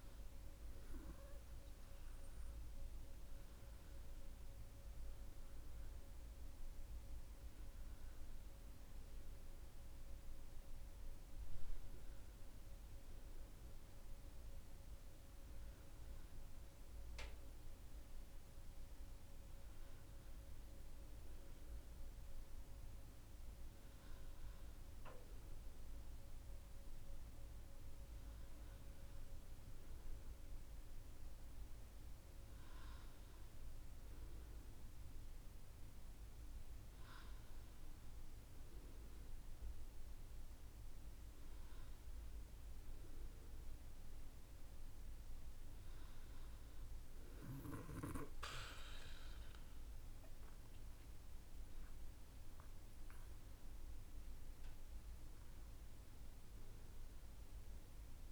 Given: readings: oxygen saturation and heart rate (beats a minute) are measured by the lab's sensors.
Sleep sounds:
breathing in sleep, hard to hear, by a room microphone; none
50.00-54.00 s: arousal
50.00-58.32 s: new sleep stage, N1 (lightest sleep)
From the record:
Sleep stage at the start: N2 (light sleep); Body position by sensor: on the back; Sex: female

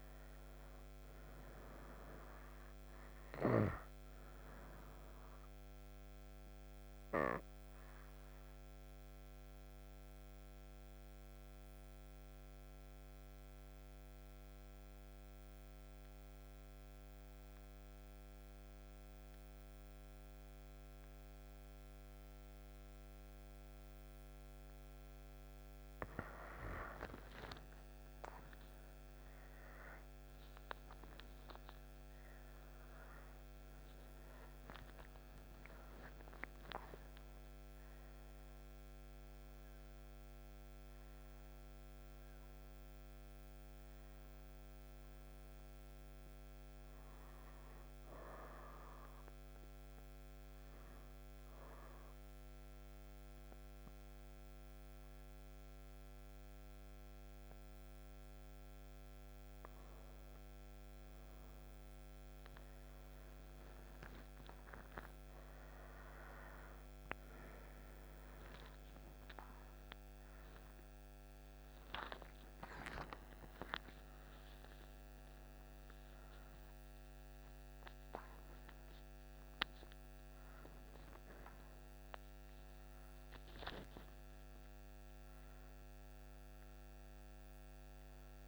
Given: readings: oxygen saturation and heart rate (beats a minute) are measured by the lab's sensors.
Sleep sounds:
breathing in sleep by a microphone on the trachea; 2
0.00-15.00 s: oxygen desaturation (device-marked, oxygen 89% lowest)
6.00-25.00 s: obstructive apnea (oxygen 98% before, 89% lowest)
28.50-36.00 s: arousal
30.00-39.00 s: oxygen desaturation (device-marked, oxygen 98% before, 94% lowest)
47.50-59.00 s: obstructive apnea (oxygen 98% before, 93% lowest, heart rate 63 before, 40 extreme, up 25 after)
78.00-88.48 s: new sleep stage, awake
From the record:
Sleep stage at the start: N2 (light sleep); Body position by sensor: on the right side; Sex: female

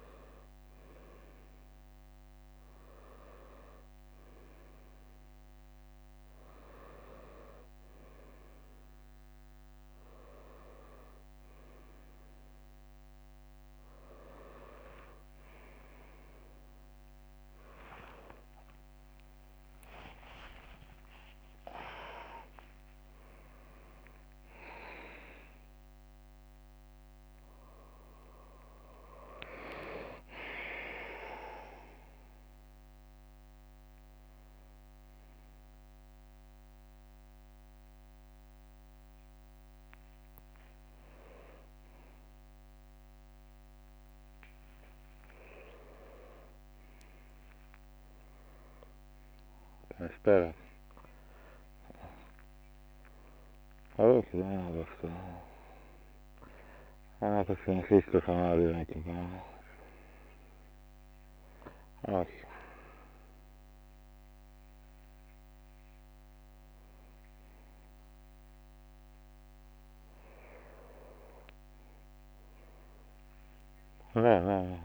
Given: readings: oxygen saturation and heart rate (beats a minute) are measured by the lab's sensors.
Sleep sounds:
a person awake in a sleep study, by a microphone on the trachea; none
15.50-17.50 s: long interval between heartbeats (device-marked, heart rate 69 before, 79 extreme)
20.50-22.50 s: long interval between heartbeats (device-marked, heart rate 72 before, 96 extreme)
20.50-42.50 s: drop in pulse transit time (device-marked, heart rate 72 before, 67 extreme)
40.00-42.00 s: long interval between heartbeats (device-marked, heart rate 80 before, 74 extreme)
60.00-68.00 s: leg movement (device-marked)
69.50-70.50 s: leg movement (device-marked)
72.50-74.00 s: leg movement (device-marked)
From the record:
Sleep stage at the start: awake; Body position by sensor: on the back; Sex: male

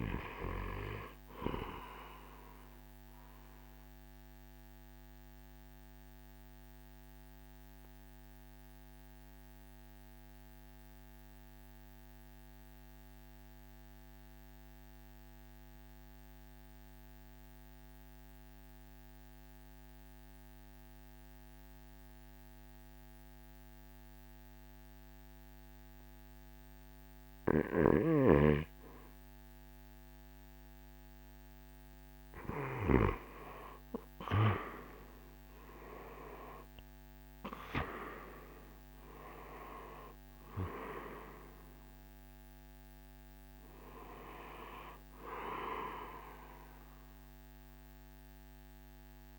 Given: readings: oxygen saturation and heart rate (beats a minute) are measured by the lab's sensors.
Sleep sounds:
breathing in sleep by a microphone on the trachea; 1
0.00-3.50 s: drop in pulse transit time (device-marked, heart rate 55 extreme)
0.00-20.50 s: oxygen desaturation (device-marked, oxygen 84% lowest, heart rate 52 extreme)
1.50-31.00 s: obstructive apnea (oxygen 97% before, 83% lowest, heart rate 59 before, 52 extreme, up 18 after)
33.00-38.00 s: arousal
35.50-49.39 s: oxygen desaturation (device-marked, oxygen 97% before, 83% lowest, heart rate 54 before, 52 extreme)
36.50-49.39 s: drop in pulse transit time (device-marked, heart rate 54 before, 57 extreme)
From the record:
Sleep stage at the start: REM sleep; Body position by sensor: on the right side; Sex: male

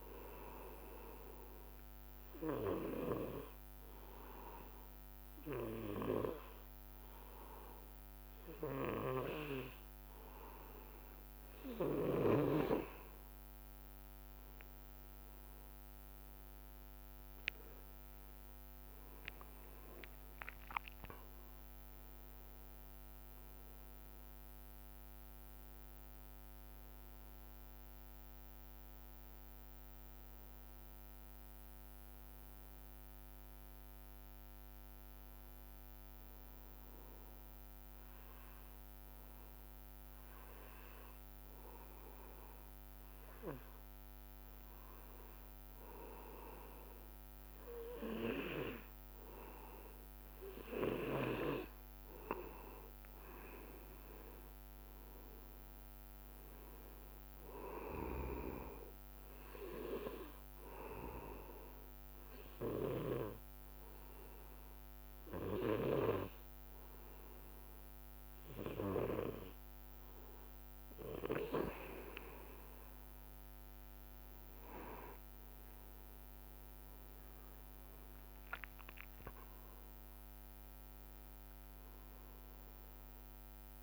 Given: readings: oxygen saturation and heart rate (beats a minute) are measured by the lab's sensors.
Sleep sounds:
breathing in sleep by a microphone on the trachea; 3
2.00-13.00 s: obstructive apnea (oxygen 99% before, 93% lowest, heart rate 63 before, 60 extreme, up 8 after)
16.00-20.50 s: arousal
19.50-37.50 s: oxygen desaturation (device-marked, oxygen 97% before, 93% lowest, heart rate 62 before, 60 extreme)
37.50-52.50 s: hypopnea (oxygen 97% before, 95% lowest, heart rate 68 before, 59 extreme, up 4 after)
53.50-57.00 s: arousal
55.50-73.50 s: oxygen desaturation (device-marked, oxygen 99% before, 95% lowest, heart rate 63 before, 59 extreme)
61.00-72.00 s: obstructive apnea (oxygen 99% before, 93% lowest, heart rate 62 before, 60 extreme, up 10 after)
74.50-78.50 s: arousal
From the record:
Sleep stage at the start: N2 (light sleep); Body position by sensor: on the back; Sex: male

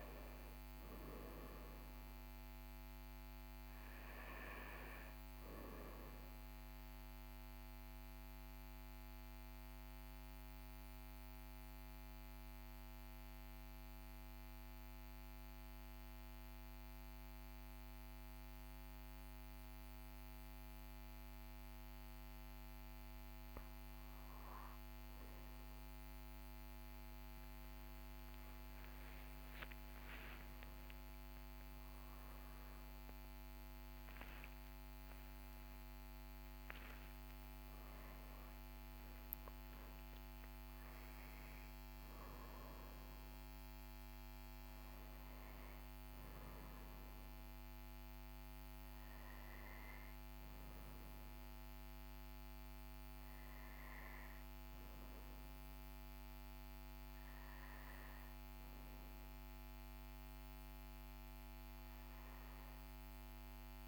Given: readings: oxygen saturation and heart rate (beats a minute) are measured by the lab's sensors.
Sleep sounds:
a person partly awake in a sleep study, hard to hear, by a microphone on the trachea; 1
0.00-7.50 s: oxygen desaturation (device-marked, oxygen 93% lowest, heart rate 37 extreme)
7.50-23.50 s: obstructive apnea (oxygen 95% before, 92% lowest, heart rate 43 before, 37 extreme, up 3 after)
23.50-53.50 s: new sleep stage, awake
53.50-63.88 s: new sleep stage, N1 (lightest sleep)
From the record:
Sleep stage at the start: N2 (light sleep); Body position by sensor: on the back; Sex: male

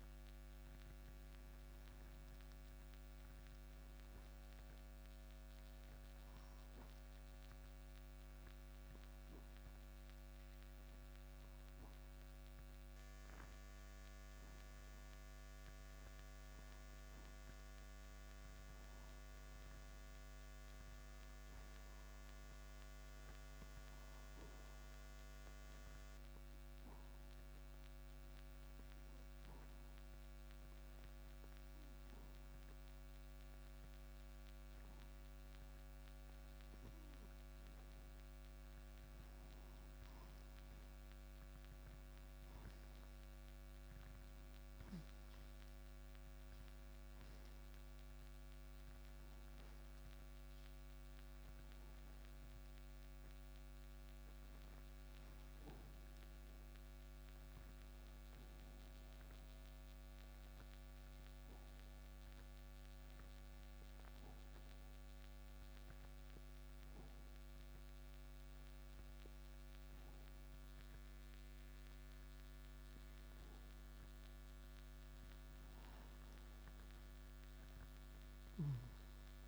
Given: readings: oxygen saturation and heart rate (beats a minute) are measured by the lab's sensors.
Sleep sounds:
breathing in sleep, hard to hear, by a microphone on the trachea; 3
0.00-3.00 s: arousal
0.00-7.50 s: oxygen desaturation (device-marked, oxygen 92% lowest, heart rate 125 extreme)
7.50-18.00 s: hypopnea (oxygen 96% before, 89% lowest, heart rate 147 before, 147 extreme, up 47 after)
20.00-23.00 s: arousal
26.00-38.50 s: obstructive apnea (oxygen 97% before, 89% lowest, heart rate 161 before, 150 extreme, up 16 after)
41.50-46.00 s: arousal
60.50-76.50 s: oxygen desaturation (device-marked, oxygen 94% before, 89% lowest, heart rate 175 before, 172 extreme)
63.00-75.00 s: obstructive apnea (oxygen 95% before, 89% lowest, heart rate 178 before, 172 extreme, up 54 after)
77.50-79.48 s: arousal
From the record:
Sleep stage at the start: N2 (light sleep); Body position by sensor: on the right side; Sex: male

